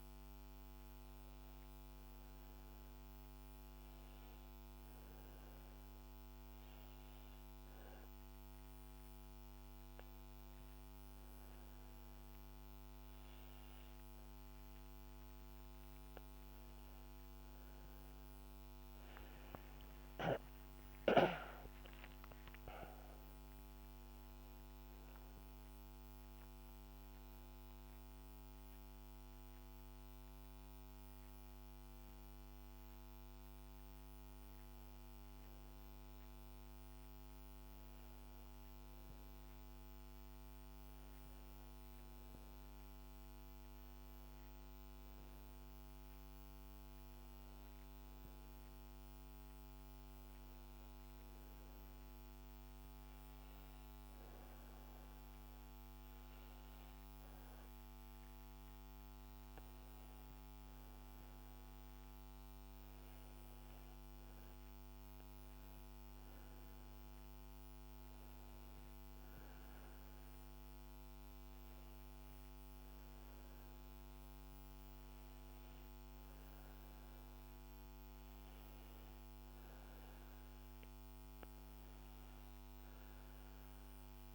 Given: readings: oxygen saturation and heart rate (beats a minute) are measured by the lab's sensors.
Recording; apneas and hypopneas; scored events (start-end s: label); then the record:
breathing in sleep, hard to hear, by a microphone on the trachea; none
18.00-22.50 s: arousal
27.00-84.35 s: new sleep stage, N2 (light sleep)
From the record:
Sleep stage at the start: N1 (lightest sleep); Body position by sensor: on the back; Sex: female